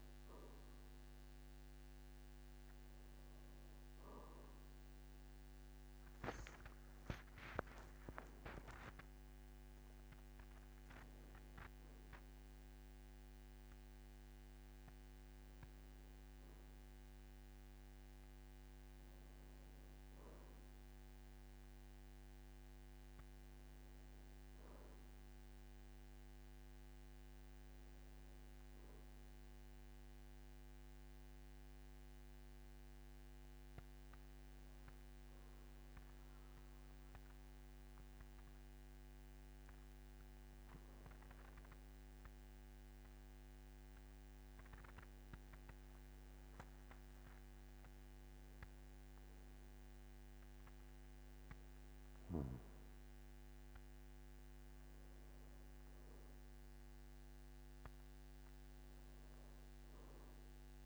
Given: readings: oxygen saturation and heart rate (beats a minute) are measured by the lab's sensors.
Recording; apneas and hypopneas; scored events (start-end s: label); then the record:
a person partly awake in a sleep study, hard to hear, by a microphone on the trachea; 1
0.00-13.50 s: oxygen desaturation (device-marked, oxygen 95% lowest, heart rate 52 extreme)
23.50-53.50 s: new sleep stage, N1 (lightest sleep)
29.50-41.00 s: mixed apnea (oxygen 98% before, 94% lowest, heart rate 56 before, 50 extreme, up 12 after)
43.00-46.50 s: arousal
45.50-60.86 s: oxygen desaturation (device-marked, oxygen 98% before, 94% lowest, heart rate 53 before, 50 extreme)
53.50-60.86 s: new sleep stage, N2 (light sleep)
From the record:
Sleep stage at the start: awake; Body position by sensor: on the back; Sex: male